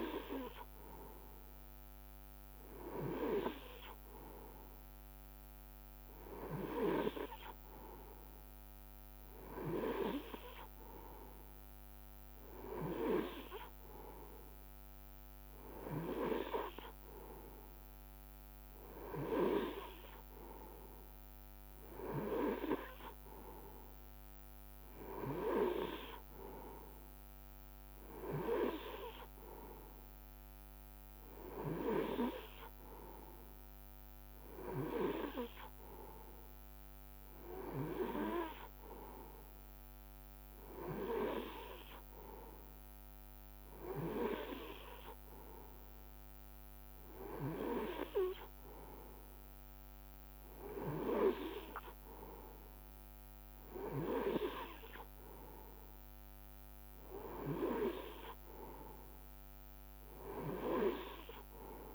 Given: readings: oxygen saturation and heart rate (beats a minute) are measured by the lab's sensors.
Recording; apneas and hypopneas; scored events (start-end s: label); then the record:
breathing in sleep by a microphone on the trachea; none
none scored
From the record:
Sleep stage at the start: N3 (deep sleep); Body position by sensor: on the right side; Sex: male